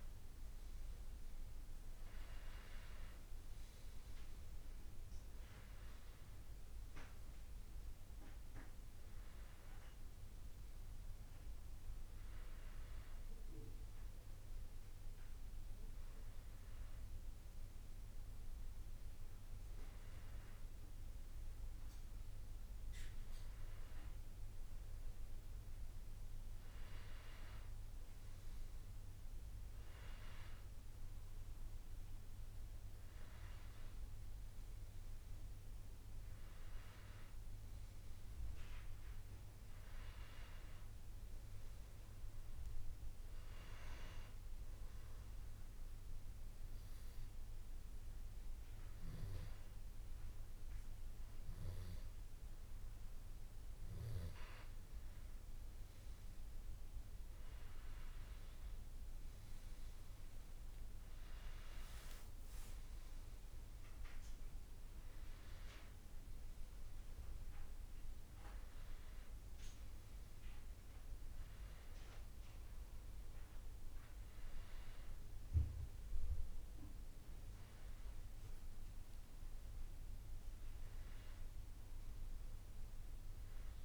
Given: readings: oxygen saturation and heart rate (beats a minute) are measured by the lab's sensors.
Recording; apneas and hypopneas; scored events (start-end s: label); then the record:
breathing in sleep by a room microphone; 1
32.00-36.50 s: arousal
44.50-54.50 s: obstructive apnea (oxygen 97% before, 93% lowest, heart rate 86 before, 82 extreme, up 4 after)
57.50-60.50 s: arousal
59.50-80.50 s: oxygen desaturation (device-marked, oxygen 97% before, 93% lowest, heart rate 84 before, 82 extreme)
From the record:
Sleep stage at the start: N2 (light sleep); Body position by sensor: on the back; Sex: male